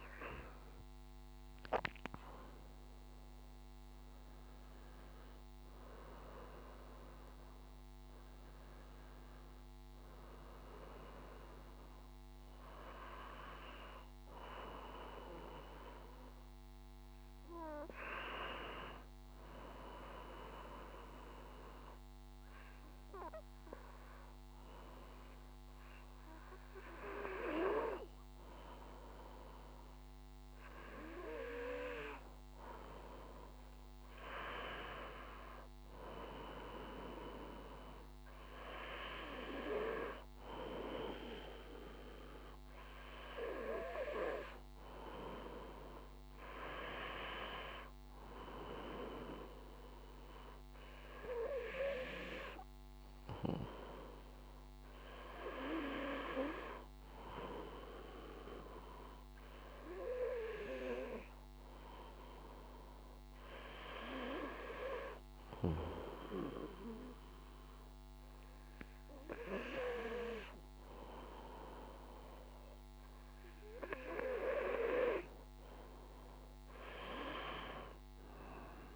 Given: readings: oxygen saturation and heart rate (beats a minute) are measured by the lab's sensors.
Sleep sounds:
breathing in sleep by a microphone on the trachea; 2
0.50-5.00 s: arousal
20.50-31.50 s: obstructive apnea (oxygen 96% before, 94% lowest, heart rate 54 before, 51 extreme, up 1 after)
33.50-36.50 s: arousal
58.50-73.00 s: hypopnea (oxygen 96% before, 94% lowest, heart rate 53 before, 52 extreme, up 3 after)
77.00-78.96 s: arousal
From the record:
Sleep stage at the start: N2 (light sleep); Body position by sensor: on the back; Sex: male

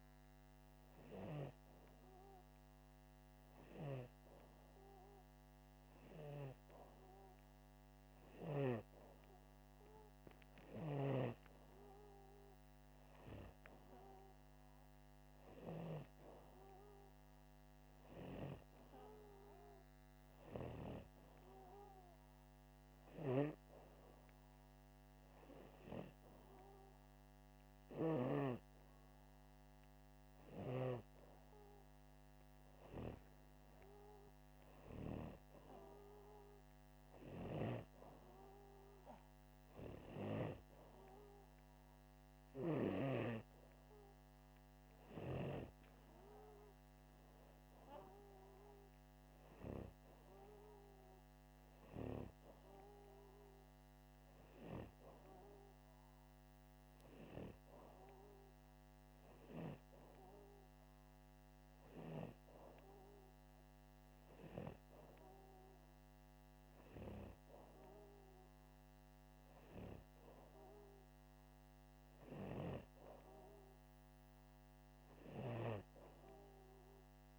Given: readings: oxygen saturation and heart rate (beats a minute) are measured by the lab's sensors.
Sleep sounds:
breathing in sleep by a microphone on the trachea; none
none scored
From the record:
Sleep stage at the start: N2 (light sleep); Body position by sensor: upright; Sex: male

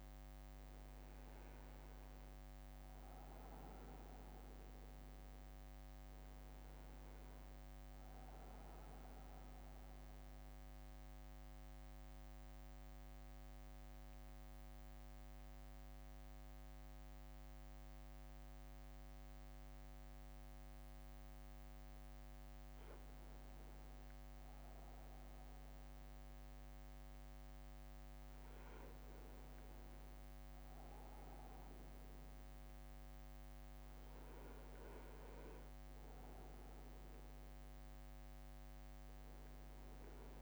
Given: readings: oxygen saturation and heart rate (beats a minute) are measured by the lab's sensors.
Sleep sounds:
breathing in sleep, hard to hear, by a microphone on the trachea; 1
0.50-17.50 s: oxygen desaturation (device-marked, oxygen 96% before, 93% lowest, heart rate 59 before, 55 extreme)
10.00-23.00 s: central apnea (oxygen 97% before, 93% lowest, heart rate 59 before, 55 extreme, up 3 after)
25.00-28.00 s: arousal
From the record:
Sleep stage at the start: N2 (light sleep); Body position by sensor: on the front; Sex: male

